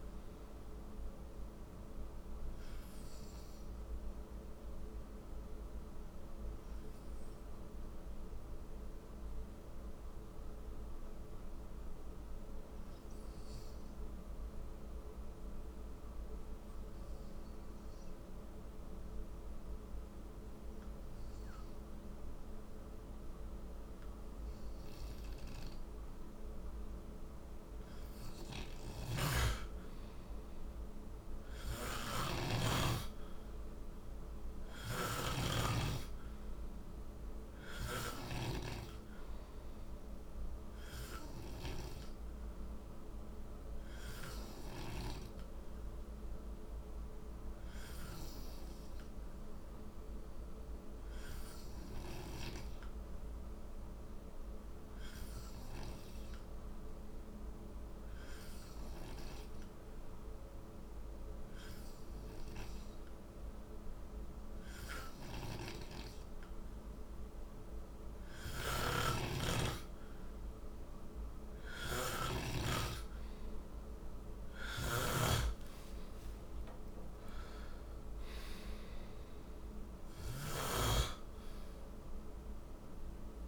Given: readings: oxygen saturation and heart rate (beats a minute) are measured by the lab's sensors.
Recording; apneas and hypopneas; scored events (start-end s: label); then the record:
breathing in sleep by a room microphone; 2
0.00-17.50 s: oxygen desaturation (device-marked, oxygen 89% lowest, heart rate 53 extreme)
4.50-25.50 s: obstructive apnea (oxygen 98% before, 89% lowest, heart rate 62 before, 54 extreme, up 9 after)
28.50-35.00 s: snoring (device-marked)
29.50-56.50 s: oxygen desaturation (device-marked, oxygen 98% before, 91% lowest, heart rate 57 before, 57 extreme)
30.00-34.00 s: arousal
43.00-70.00 s: hypopnea (oxygen 98% before, 91% lowest, heart rate 60 before, 53 extreme, up 9 after)
67.50-83.48 s: oxygen desaturation (device-marked, oxygen 96% before, 91% lowest, heart rate 59 before, 53 extreme)
68.00-72.00 s: snoring (device-marked)
72.00-77.00 s: arousal
74.00-80.50 s: snoring (device-marked)
From the record:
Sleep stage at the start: N2 (light sleep); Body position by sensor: on the right side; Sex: male